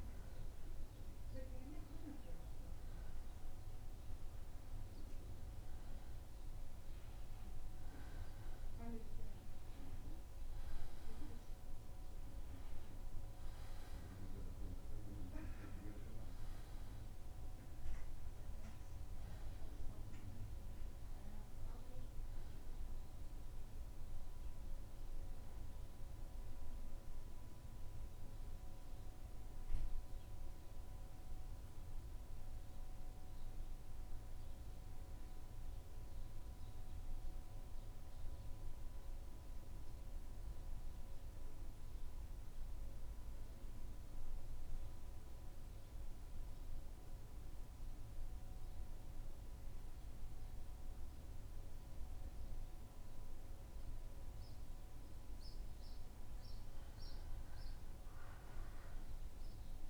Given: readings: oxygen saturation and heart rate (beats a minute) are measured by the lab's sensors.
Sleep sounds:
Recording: breathing in sleep, hard to hear, by a room microphone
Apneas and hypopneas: 1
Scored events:
0.00-1.50 s: arousal
29.00-55.00 s: mixed apnea (oxygen 91% before, 88% lowest, heart rate 78 before, 74 extreme, up 5 after)
38.50-57.50 s: oxygen desaturation (device-marked, oxygen 93% before, 88% lowest, heart rate 77 before, 74 extreme)
57.00-59.90 s: arousal
From the record:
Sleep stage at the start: N2 (light sleep)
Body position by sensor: on the back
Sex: male

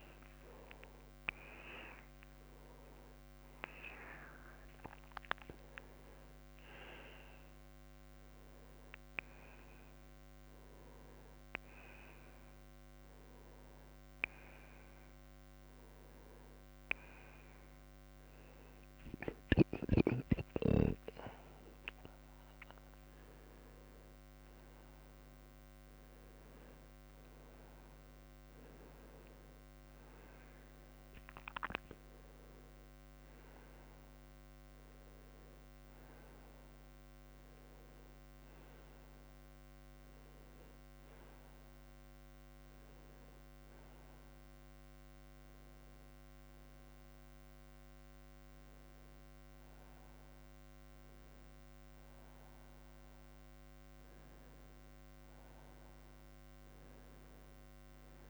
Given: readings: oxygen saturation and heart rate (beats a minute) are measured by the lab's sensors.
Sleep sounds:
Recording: a person awake in a sleep study, by a microphone on the trachea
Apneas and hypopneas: none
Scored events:
25.00-50.00 s: oxygen desaturation (device-marked, oxygen 97% before, 92% lowest, heart rate 81 before, 77 extreme)
From the record:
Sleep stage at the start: awake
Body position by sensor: on the right side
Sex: male

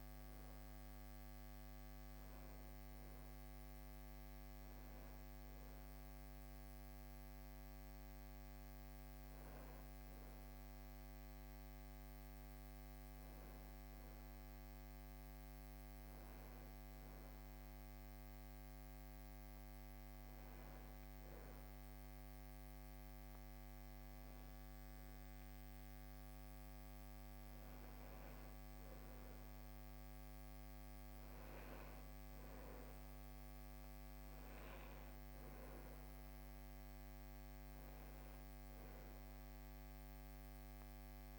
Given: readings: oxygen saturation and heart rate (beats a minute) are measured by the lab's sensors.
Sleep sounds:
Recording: breathing in sleep, hard to hear, by a microphone on the trachea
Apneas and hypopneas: none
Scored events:
none scored
From the record:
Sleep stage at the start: N2 (light sleep)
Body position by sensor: on the back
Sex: male

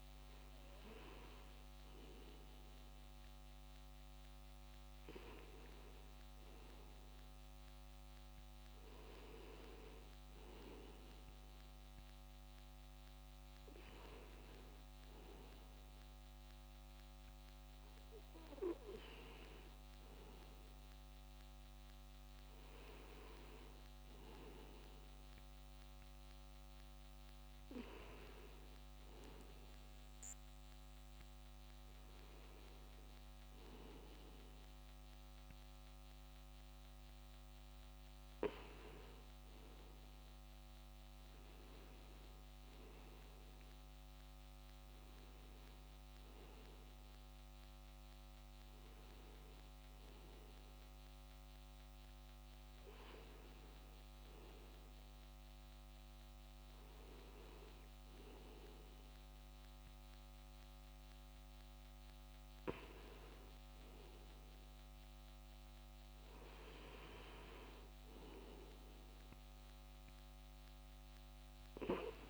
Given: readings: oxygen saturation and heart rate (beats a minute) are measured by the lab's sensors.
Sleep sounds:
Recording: breathing in sleep by a microphone on the trachea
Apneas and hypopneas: 1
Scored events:
44.50-48.00 s: arousal
50.50-61.00 s: hypopnea (oxygen 95% before, 93% lowest, heart rate 84 before, 81 extreme, up 2 after)
From the record:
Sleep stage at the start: N2 (light sleep)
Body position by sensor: on the back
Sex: male

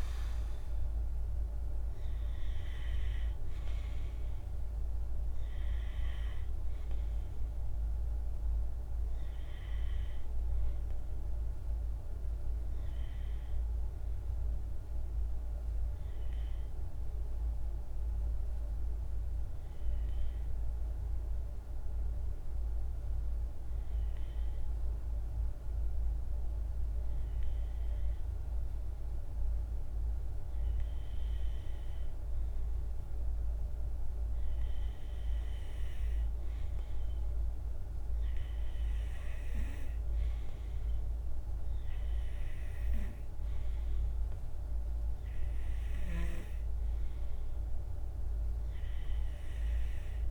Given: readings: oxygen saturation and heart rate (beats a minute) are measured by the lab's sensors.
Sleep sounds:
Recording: breathing in sleep, hard to hear, by a room microphone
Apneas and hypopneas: 1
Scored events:
15.50-28.50 s: hypopnea (oxygen 95% before, 94% lowest, heart rate 54 before, 54 extreme, up 2 after)
32.50-37.00 s: arousal
From the record:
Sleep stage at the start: N2 (light sleep)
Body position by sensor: on the right side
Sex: male

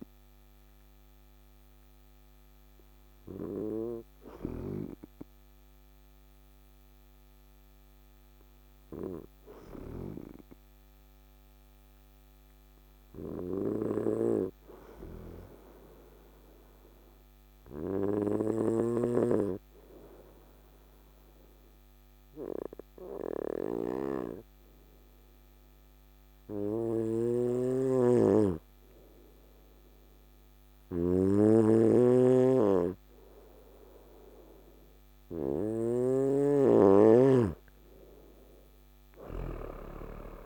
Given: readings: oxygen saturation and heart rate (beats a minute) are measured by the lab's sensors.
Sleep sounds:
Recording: breathing in sleep by a microphone on the trachea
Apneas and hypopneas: 1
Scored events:
0.00-9.00 s: oxygen desaturation (device-marked, oxygen 94% lowest, heart rate 52 extreme)
1.00-35.50 s: obstructive apnea (oxygen 98% before, 94% lowest, heart rate 60 before, 52 extreme, up 8 after)
27.00-36.00 s: snoring (device-marked)
39.00-40.46 s: arousal
From the record:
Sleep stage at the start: N2 (light sleep)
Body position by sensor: on the right side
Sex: male

